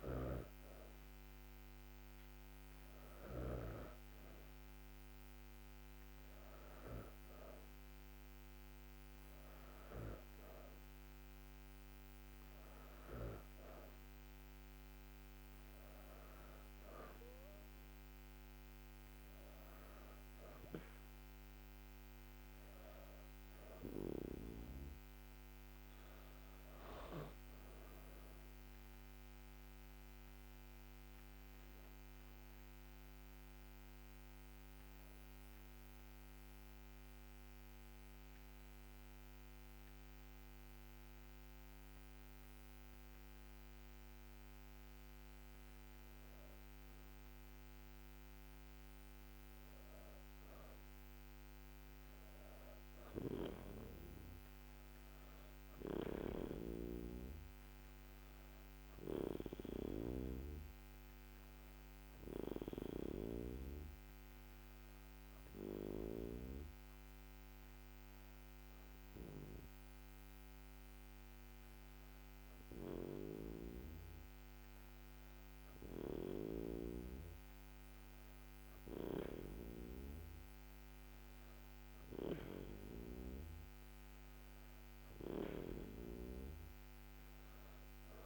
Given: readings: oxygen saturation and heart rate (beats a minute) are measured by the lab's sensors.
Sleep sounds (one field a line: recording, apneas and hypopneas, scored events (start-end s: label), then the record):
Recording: breathing in sleep by a microphone on the trachea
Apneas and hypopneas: 2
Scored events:
24.50-28.00 s: arousal
35.00-46.00 s: hypopnea (oxygen 96% before, 95% lowest, heart rate 90 before, 73 extreme, up 12 after)
48.50-53.00 s: arousal
62.50-76.00 s: hypopnea (oxygen 98% before, 95% lowest, heart rate 78 before, 75 extreme, up 0 after)
78.50-82.00 s: arousal
From the record:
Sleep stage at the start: N2 (light sleep)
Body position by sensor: on the back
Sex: female